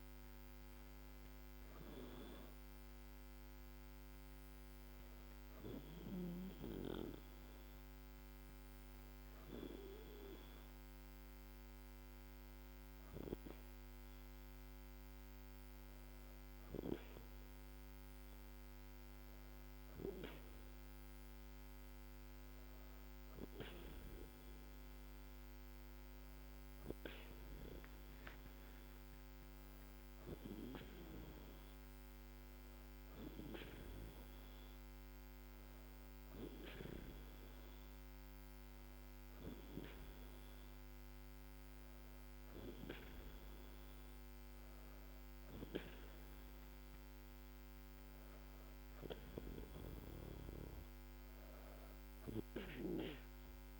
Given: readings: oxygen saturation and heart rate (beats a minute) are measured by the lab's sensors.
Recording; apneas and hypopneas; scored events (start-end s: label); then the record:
breathing in sleep by a microphone on the trachea; 1
7.50-20.50 s: hypopnea (oxygen 96% before, 95% lowest, heart rate 81 before, 77 extreme, up 0 after)
23.00-27.00 s: arousal
From the record:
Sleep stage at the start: N2 (light sleep); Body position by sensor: on the back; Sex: female